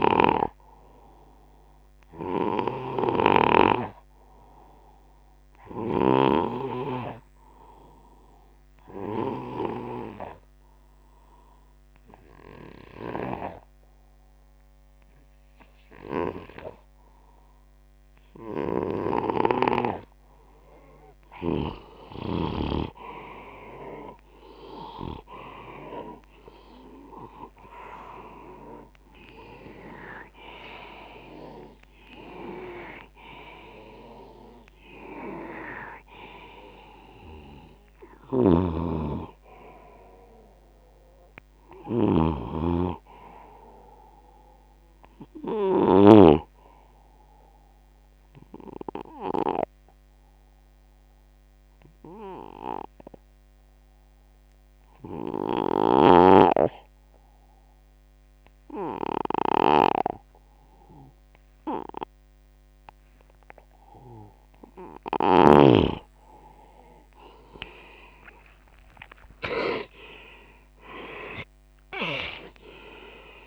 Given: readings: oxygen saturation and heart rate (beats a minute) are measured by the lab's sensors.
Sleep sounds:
breathing in sleep by a microphone on the trachea; 2
0.00-4.00 s: oxygen desaturation (device-marked, oxygen 89% lowest, heart rate 69 extreme)
0.00-9.50 s: snoring (device-marked)
7.00-19.50 s: obstructive apnea (oxygen 92% before, 89% lowest, heart rate 77 before, 74 extreme, up 13 after)
23.50-27.50 s: arousal
38.00-46.00 s: snoring (device-marked)
44.00-51.00 s: oxygen desaturation (device-marked, oxygen 93% before, 89% lowest, heart rate 86 before, 75 extreme)
48.50-63.50 s: obstructive apnea (oxygen 93% before, 90% lowest, heart rate 86 before, 75 extreme, up 5 after)
66.50-71.00 s: arousal
69.00-73.47 s: oxygen desaturation (device-marked, oxygen 98% before, 90% lowest, heart rate 80 before, 58 extreme)
From the record:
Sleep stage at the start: N2 (light sleep); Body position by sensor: on the left side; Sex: male

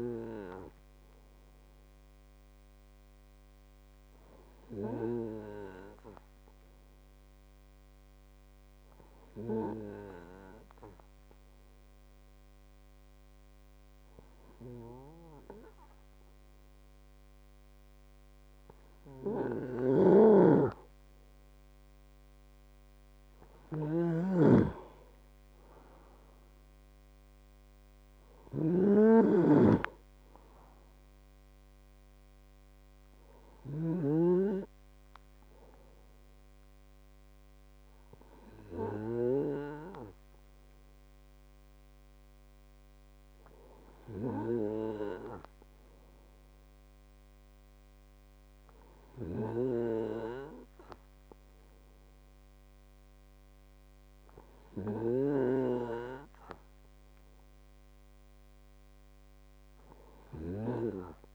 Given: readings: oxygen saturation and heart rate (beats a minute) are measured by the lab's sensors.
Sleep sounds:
breathing in sleep by a microphone on the trachea; 1
7.50-21.00 s: hypopnea (oxygen 98% before, 94% lowest, heart rate 53 before, 53 extreme, up 5 after)
20.00-34.50 s: snoring (device-marked)
24.50-27.50 s: arousal
57.00-60.50 s: arousal
From the record:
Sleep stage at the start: N2 (light sleep); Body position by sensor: on the right side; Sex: male

